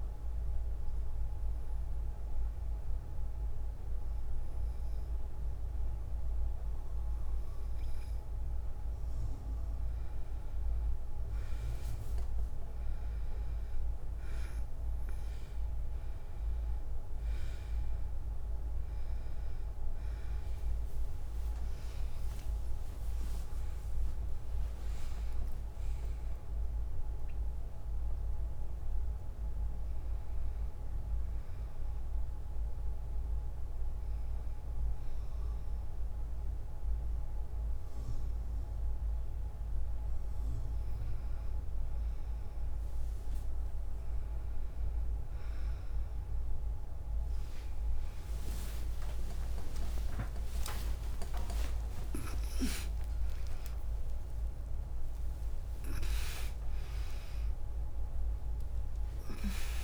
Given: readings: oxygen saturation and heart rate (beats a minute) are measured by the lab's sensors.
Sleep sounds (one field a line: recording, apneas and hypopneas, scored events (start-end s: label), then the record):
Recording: a person partly awake in a sleep study, by a room microphone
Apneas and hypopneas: 1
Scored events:
0.50-11.00 s: mixed apnea (oxygen 98% before, 96% lowest, heart rate 70 before, 67 extreme, up 2 after)
20.50-25.00 s: arousal
43.00-59.84 s: new sleep stage, awake
47.00-58.00 s: tachycardia (device-marked, heart rate 61 before, 177 extreme)
48.50-50.50 s: long interval between heartbeats (device-marked, heart rate 67 before, 76 extreme)
50.50-52.50 s: long interval between heartbeats (device-marked, heart rate 67 before, 104 extreme)
53.00-55.00 s: long interval between heartbeats (device-marked, heart rate 73 before, 143 extreme)
From the record:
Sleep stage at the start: N2 (light sleep)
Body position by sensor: on the right side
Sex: female